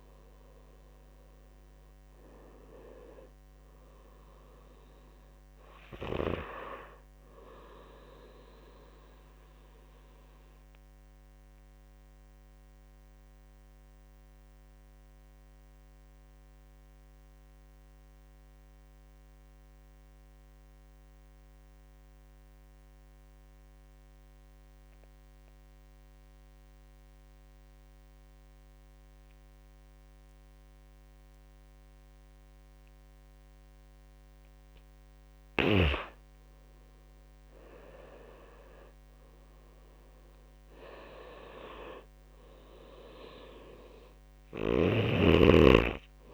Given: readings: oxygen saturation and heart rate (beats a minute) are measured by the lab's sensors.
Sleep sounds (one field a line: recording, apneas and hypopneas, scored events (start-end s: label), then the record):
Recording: breathing in sleep by a microphone on the trachea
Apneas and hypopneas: 1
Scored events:
0.00-12.00 s: oxygen desaturation (device-marked, oxygen 86% lowest)
8.50-33.00 s: obstructive apnea (oxygen 95% before, 87% lowest)
33.00-46.34 s: oxygen desaturation (device-marked, oxygen 99% before, 88% lowest)
35.50-39.00 s: arousal
From the record:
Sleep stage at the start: N2 (light sleep)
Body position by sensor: on the right side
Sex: male